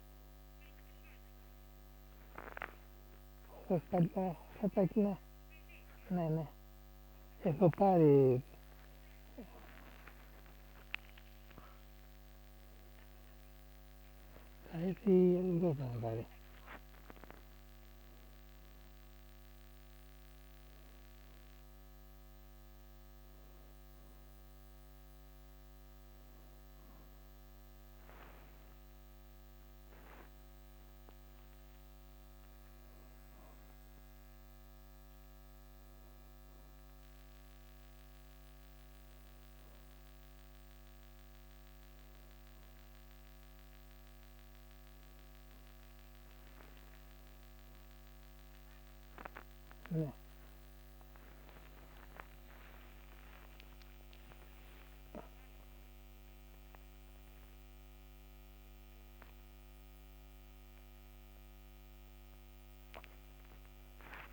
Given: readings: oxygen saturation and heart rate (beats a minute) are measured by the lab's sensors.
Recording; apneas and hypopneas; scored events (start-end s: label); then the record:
a person awake in a sleep study, by a microphone on the trachea; none
0.00-8.50 s: oxygen desaturation (device-marked, oxygen 92% lowest, heart rate 46 extreme)
From the record:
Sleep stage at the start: awake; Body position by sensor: on the back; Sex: male